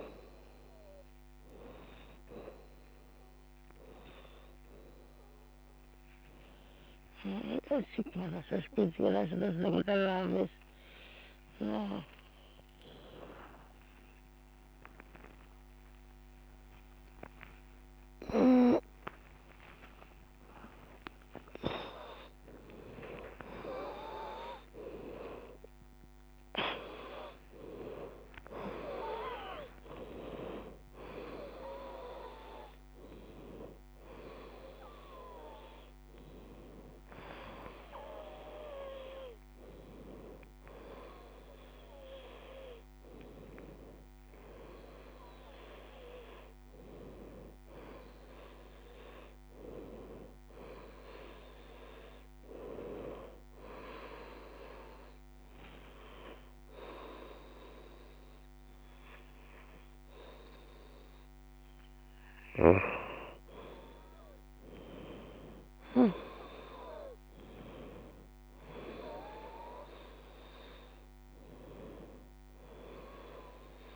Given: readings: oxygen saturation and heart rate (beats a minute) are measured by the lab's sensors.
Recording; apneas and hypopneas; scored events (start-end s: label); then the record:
a person awake in a sleep study, by a microphone on the trachea; 1
0.00-30.50 s: bradycardia (device-marked)
4.00-6.00 s: long interval between heartbeats (device-marked, heart rate 31 before, 25 extreme)
4.50-13.50 s: drop in pulse transit time (device-marked)
12.00-14.00 s: long interval between heartbeats (device-marked)
16.00-18.00 s: long interval between heartbeats (device-marked)
19.50-21.50 s: long interval between heartbeats (device-marked)
28.50-32.50 s: drop in pulse transit time (device-marked)
30.00-32.00 s: long interval between heartbeats (device-marked)
32.50-41.50 s: bradycardia (device-marked, heart rate 72 before, 27 extreme)
33.50-35.50 s: long interval between heartbeats (device-marked, heart rate 34 before, 60 extreme)
33.50-40.50 s: oxygen desaturation (device-marked, oxygen 92% before, 89% lowest)
38.50 s: drop in pulse transit time (device-marked)
40.50-42.50 s: long interval between heartbeats (device-marked, heart rate 40 before, 52 extreme)
42.50-61.50 s: drop in pulse transit time (device-marked)
44.50-46.50 s: long interval between heartbeats (device-marked, heart rate 42 before, 62 extreme)
44.50-66.50 s: bradycardia (device-marked)
50.50-52.50 s: long interval between heartbeats (device-marked, heart rate 48 before, 29 extreme)
52.50-62.50 s: hypopnea (oxygen 92% before, 83% lowest)
52.50-73.96 s: new sleep stage, N1 (lightest sleep)
60.50-62.50 s: long interval between heartbeats (device-marked)
65.00-69.50 s: arousal
66.50-68.50 s: long interval between heartbeats (device-marked)
67.50-69.50 s: tachycardia (device-marked, heart rate 69 before, 48 extreme)
67.50-72.50 s: leg movement (device-marked)
68.50-73.96 s: oxygen desaturation (device-marked, oxygen 91% before, 85% lowest)
69.00-71.00 s: long interval between heartbeats (device-marked)
71.00-73.00 s: long interval between heartbeats (device-marked)
From the record:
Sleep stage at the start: awake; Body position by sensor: on the right side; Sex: female